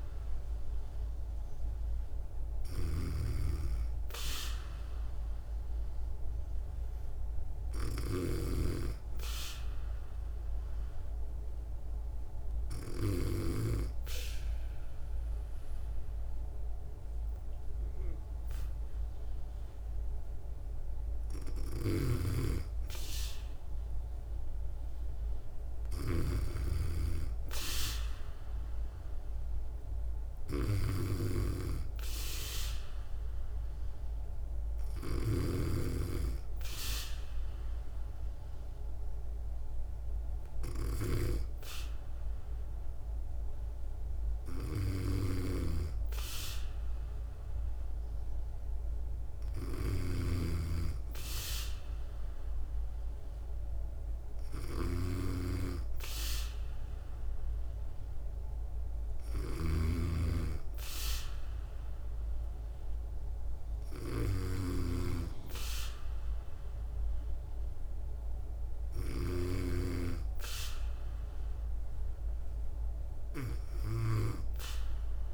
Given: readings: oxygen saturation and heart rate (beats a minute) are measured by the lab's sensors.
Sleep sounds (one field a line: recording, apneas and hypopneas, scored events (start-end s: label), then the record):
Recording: breathing in sleep by a room microphone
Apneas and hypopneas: 1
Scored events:
0.00-13.00 s: snoring (device-marked)
9.00-21.00 s: obstructive apnea (oxygen 97% before, 94% lowest, heart rate 61 before, 61 extreme, up 3 after)
21.50-26.00 s: snoring (device-marked)
23.50-27.50 s: arousal
44.50-69.00 s: snoring (device-marked)
From the record:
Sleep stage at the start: N2 (light sleep)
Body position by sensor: on the back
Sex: female